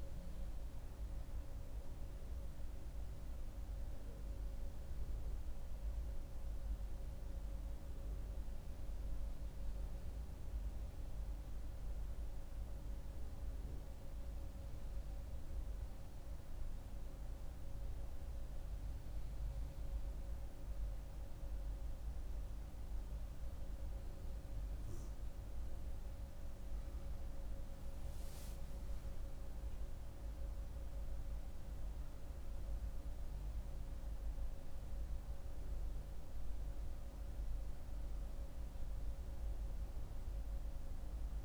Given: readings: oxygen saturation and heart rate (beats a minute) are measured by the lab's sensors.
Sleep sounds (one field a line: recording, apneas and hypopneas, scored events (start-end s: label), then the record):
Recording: breathing in sleep, hard to hear, by a room microphone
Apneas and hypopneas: 1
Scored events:
0.00-4.00 s: oxygen desaturation (device-marked, oxygen 90% lowest)
2.00-23.00 s: central apnea (oxygen 96% before, 92% lowest)
25.00-29.00 s: arousal
26.00-41.45 s: oxygen desaturation (device-marked, oxygen 98% before, 92% lowest)
From the record:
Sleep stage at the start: N2 (light sleep)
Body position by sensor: on the back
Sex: female